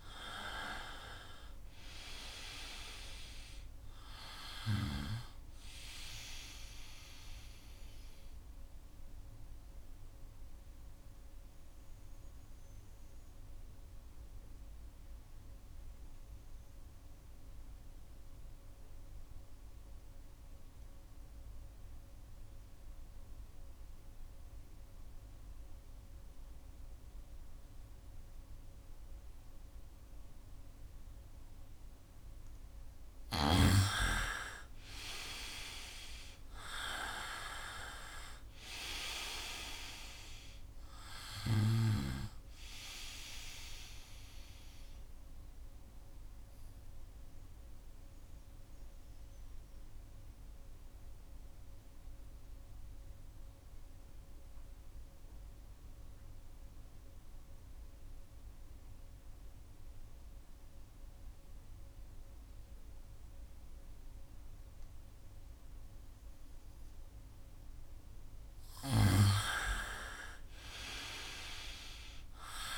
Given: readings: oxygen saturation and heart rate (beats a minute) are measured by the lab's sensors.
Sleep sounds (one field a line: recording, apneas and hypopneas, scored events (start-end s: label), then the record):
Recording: breathing in sleep by a room microphone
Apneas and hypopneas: 2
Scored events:
0.00-25.50 s: oxygen desaturation (device-marked, oxygen 91% lowest, heart rate 63 extreme)
8.00-31.50 s: obstructive apnea (oxygen 99% before, 88% lowest, heart rate 68 before, 65 extreme, up 5 after)
33.50-63.50 s: oxygen desaturation (device-marked, oxygen 98% before, 88% lowest, heart rate 68 before, 63 extreme)
34.50-38.00 s: arousal
45.00-66.50 s: obstructive apnea (oxygen 98% before, 88% lowest, heart rate 68 before, 63 extreme, up 1 after)
68.50-72.00 s: arousal
From the record:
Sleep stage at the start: N2 (light sleep)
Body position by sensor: on the right side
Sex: male